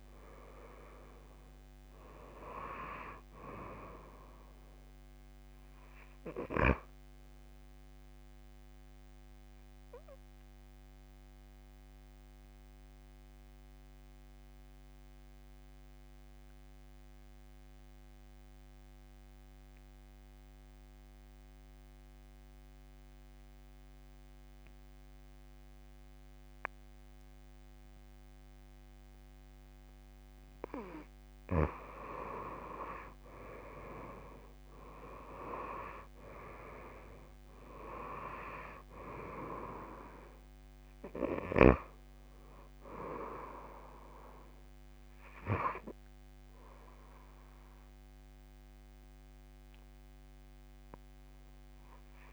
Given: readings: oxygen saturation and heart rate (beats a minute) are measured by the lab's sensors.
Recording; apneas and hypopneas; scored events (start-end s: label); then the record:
breathing in sleep by a microphone on the trachea; 1
0.00-22.00 s: oxygen desaturation (device-marked, oxygen 86% lowest)
8.00-29.00 s: obstructive apnea (oxygen 97% before, 86% lowest)
31.00-52.33 s: oxygen desaturation (device-marked, oxygen 98% before, 89% lowest)
32.50-36.00 s: arousal
From the record:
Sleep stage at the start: N2 (light sleep); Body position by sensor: on the back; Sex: female